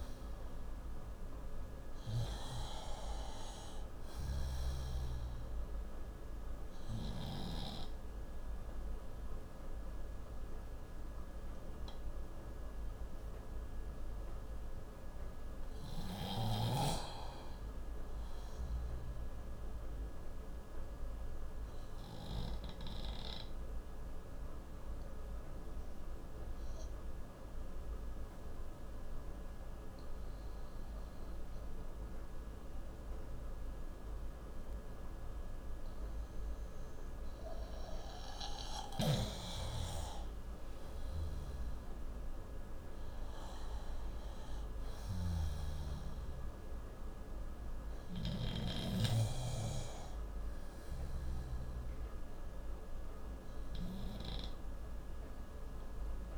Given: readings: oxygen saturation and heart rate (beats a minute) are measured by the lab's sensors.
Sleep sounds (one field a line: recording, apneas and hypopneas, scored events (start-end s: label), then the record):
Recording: breathing in sleep by a room microphone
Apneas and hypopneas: 1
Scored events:
0.00-1.00 s: arousal
10.50-25.50 s: oxygen desaturation (device-marked, oxygen 94% before, 90% lowest, heart rate 66 before, 60 extreme)
20.00-38.50 s: obstructive apnea (oxygen 95% before, 90% lowest, heart rate 65 before, 60 extreme, up 4 after)
40.50-44.50 s: arousal
45.50-49.00 s: snoring (device-marked)
45.50-56.38 s: oxygen desaturation (device-marked, oxygen 96% before, 91% lowest, heart rate 69 before, 57 extreme)
From the record:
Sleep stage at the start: N2 (light sleep)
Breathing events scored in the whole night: 415 in 6.0 hours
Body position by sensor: on the left side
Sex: male